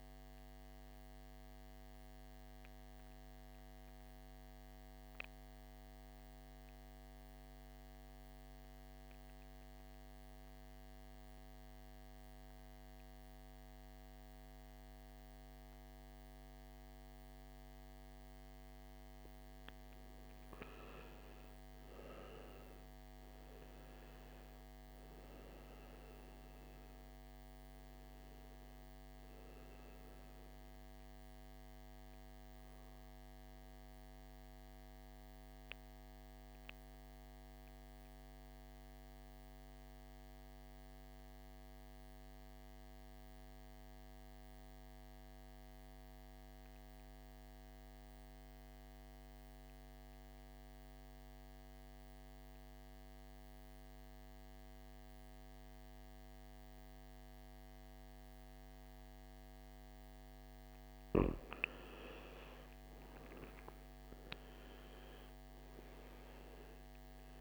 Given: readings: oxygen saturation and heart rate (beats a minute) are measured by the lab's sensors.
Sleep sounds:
breathing in sleep, hard to hear, by a microphone on the trachea; 2
0.00-7.50 s: oxygen desaturation (device-marked, oxygen 80% lowest, heart rate 55 extreme)
2.00-18.00 s: mixed apnea (oxygen 98% before, 80% lowest, heart rate 70 before, 53 extreme, up 11 after)
21.50-25.50 s: arousal
23.50-47.50 s: oxygen desaturation (device-marked, oxygen 99% before, 86% lowest, heart rate 57 before, 52 extreme)
35.00-59.50 s: mixed apnea (oxygen 99% before, 83% lowest, heart rate 61 before, 52 extreme, up 17 after)
61.50-67.41 s: oxygen desaturation (device-marked, oxygen 98% before, 83% lowest, heart rate 55 before, 56 extreme)
62.50-66.00 s: arousal
From the record:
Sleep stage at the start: N2 (light sleep); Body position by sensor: on the back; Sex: male

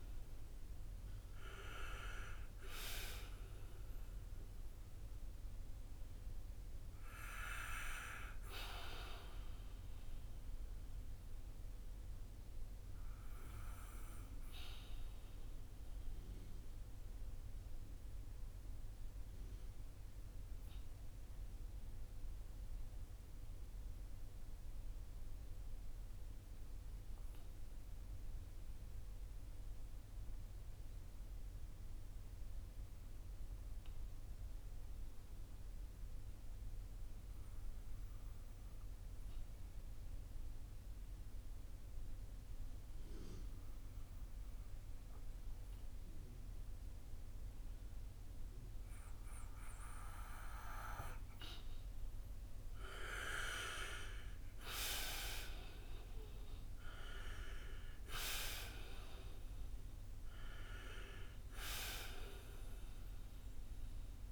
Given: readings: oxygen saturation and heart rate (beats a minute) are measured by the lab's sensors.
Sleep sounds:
breathing in sleep by a room microphone; 1
0.00-27.50 s: oxygen desaturation (device-marked, oxygen 82% lowest, heart rate 51 extreme)
10.50-50.00 s: obstructive apnea (oxygen 91% before, 82% lowest, heart rate 63 before, 51 extreme, up 7 after)
45.50-64.32 s: oxygen desaturation (device-marked, oxygen 97% before, 82% lowest, heart rate 56 before, 50 extreme)
54.00-57.50 s: arousal
From the record:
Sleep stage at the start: N2 (light sleep); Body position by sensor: on the back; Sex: male

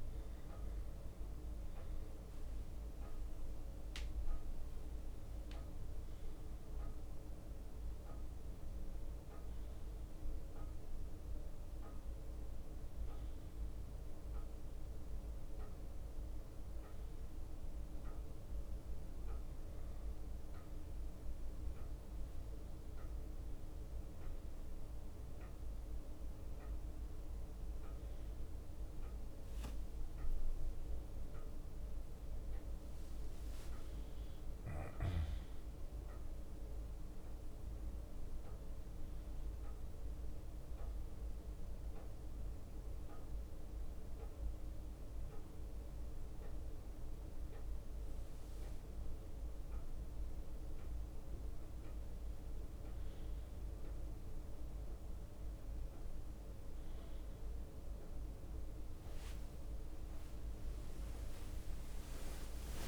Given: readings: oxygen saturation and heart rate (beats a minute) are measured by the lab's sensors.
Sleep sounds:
a person partly awake in a sleep study, hard to hear, by a room microphone; 1
0.00-5.00 s: bradycardia (device-marked, heart rate 57 extreme)
9.00-19.00 s: drop in pulse transit time (device-marked, heart rate 60 before, 59 extreme)
9.50-18.50 s: leg movement (device-marked)
15.00-22.00 s: bradycardia (device-marked, heart rate 62 before, 58 extreme)
23.00-28.00 s: arousal
29.50-31.00 s: leg movement (device-marked)
30.50-32.50 s: long interval between heartbeats (device-marked, heart rate 60 before, 70 extreme)
39.00-43.50 s: leg movement (device-marked)
39.00-49.00 s: hypopnea (oxygen 96% before, 94% lowest, heart rate 63 before, 59 extreme, up 2 after)
42.00-47.00 s: bradycardia (device-marked, heart rate 62 before, 59 extreme)
44.50-50.00 s: leg movement (device-marked)
46.00-62.88 s: new sleep stage, awake
53.50-58.00 s: leg movement (device-marked)
59.00-60.00 s: leg movement (device-marked)
60.00-62.88 s: leg movement (device-marked)
From the record:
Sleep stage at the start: N1 (lightest sleep); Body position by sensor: on the back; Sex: male

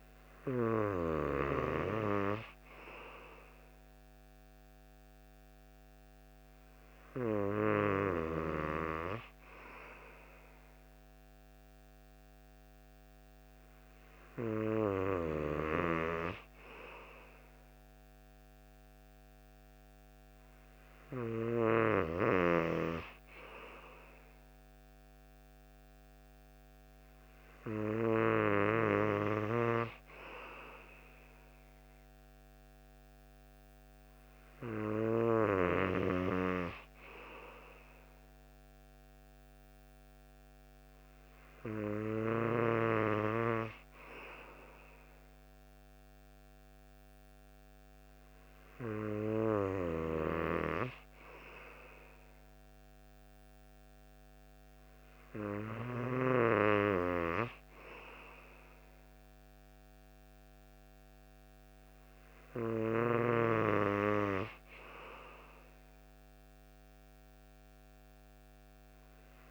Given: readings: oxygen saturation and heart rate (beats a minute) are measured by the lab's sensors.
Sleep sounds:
breathing in sleep by a microphone on the trachea; none
8.50-69.50 s: new sleep stage, N3 (deep sleep)
From the record:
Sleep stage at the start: N2 (light sleep); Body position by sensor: on the right side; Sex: male

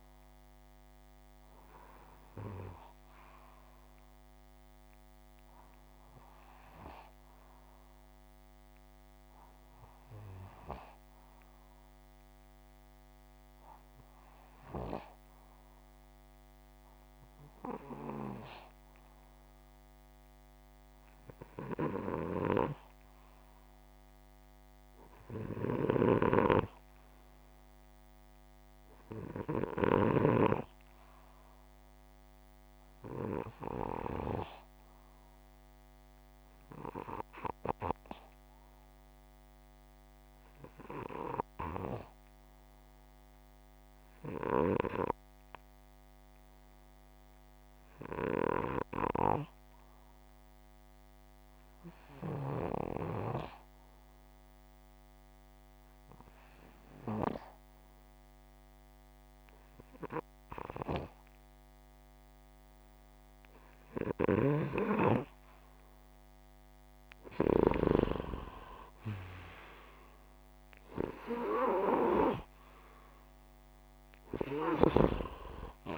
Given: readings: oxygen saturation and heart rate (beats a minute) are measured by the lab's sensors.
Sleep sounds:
breathing in sleep by a microphone on the trachea; 2
5.00-20.00 s: obstructive apnea (oxygen 96% before, 92% lowest)
10.00-18.00 s: oxygen desaturation (device-marked, oxygen 96% before, 92% lowest)
23.00-27.00 s: arousal
38.00-63.00 s: hypopnea (oxygen 97% before, 91% lowest, heart rate 123 before, 155 extreme, up 41 after)
54.00-68.00 s: oxygen desaturation (device-marked, oxygen 96% before, 92% lowest, heart rate 170 before, 155 extreme)
63.00-75.98 s: new sleep stage, REM sleep
63.50-67.00 s: snoring (device-marked)
68.50-74.00 s: arousal
From the record:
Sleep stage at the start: N2 (light sleep); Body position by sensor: upright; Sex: male

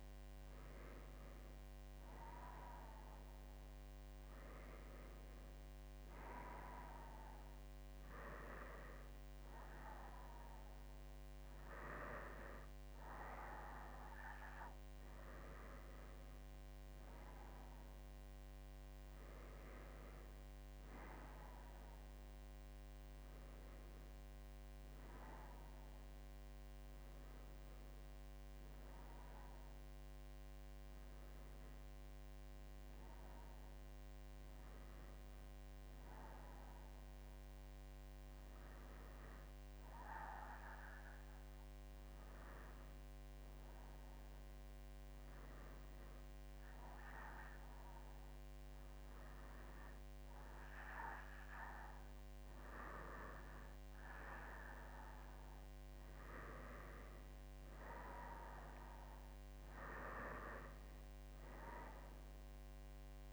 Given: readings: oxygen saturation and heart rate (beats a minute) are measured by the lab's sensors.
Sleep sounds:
breathing in sleep by a microphone on the trachea; none
none scored
From the record:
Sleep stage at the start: N2 (light sleep); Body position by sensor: on the back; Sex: female

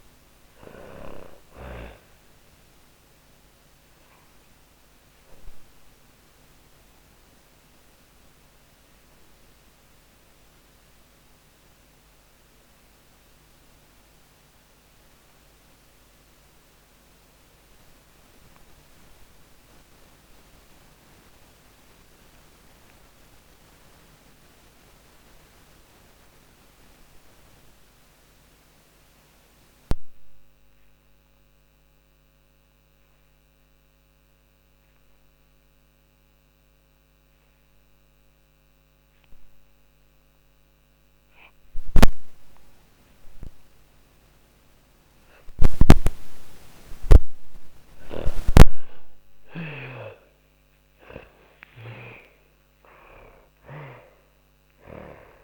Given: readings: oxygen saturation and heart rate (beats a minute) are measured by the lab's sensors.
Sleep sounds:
breathing in sleep by a microphone on the trachea; 1
0.00-1.50 s: oxygen desaturation (device-marked, oxygen 85% lowest, heart rate 42 extreme)
2.50-44.00 s: obstructive apnea (oxygen 97% before, 77% lowest, heart rate 62 before, 43 extreme, up 25 after)
6.50-20.50 s: oxygen desaturation (device-marked, oxygen 94% before, 77% lowest, heart rate 68 before, 43 extreme)
33.50-55.44 s: oxygen desaturation (device-marked, oxygen 98% before, 80% lowest, heart rate 48 before, 43 extreme)
46.00-54.00 s: snoring (device-marked)
48.50-55.00 s: arousal
From the record:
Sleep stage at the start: N2 (light sleep); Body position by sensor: on the back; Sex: female

